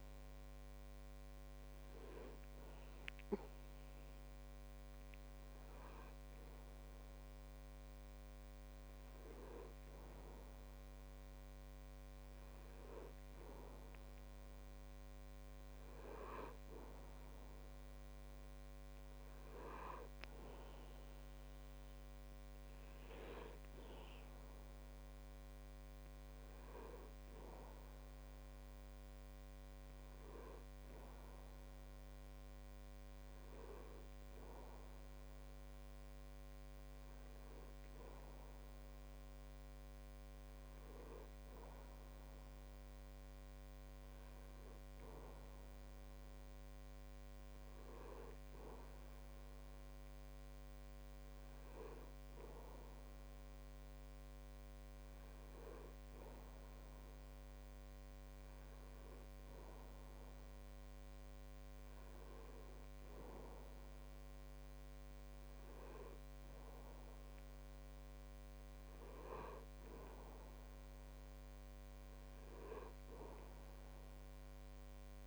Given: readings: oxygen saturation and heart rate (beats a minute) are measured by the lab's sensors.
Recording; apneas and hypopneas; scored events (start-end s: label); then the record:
breathing in sleep by a microphone on the trachea; none
none scored
From the record:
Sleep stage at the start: N2 (light sleep); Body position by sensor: on the back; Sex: male